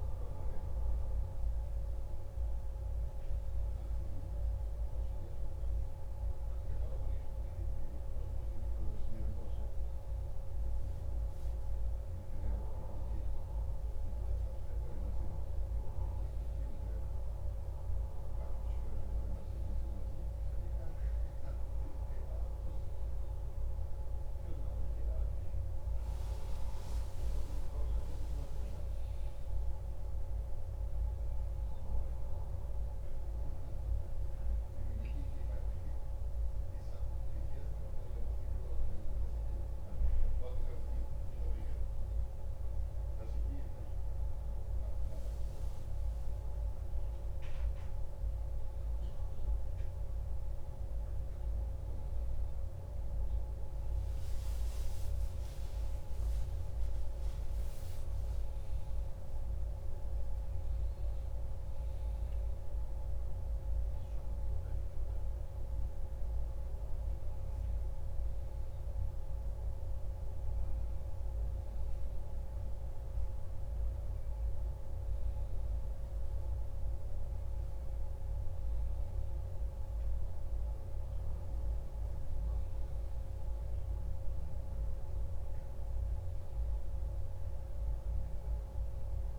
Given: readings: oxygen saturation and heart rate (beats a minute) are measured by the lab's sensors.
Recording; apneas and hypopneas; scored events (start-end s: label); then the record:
a person awake in a sleep study, hard to hear, by a room microphone; none
none scored
From the record:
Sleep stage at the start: awake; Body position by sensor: on the back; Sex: male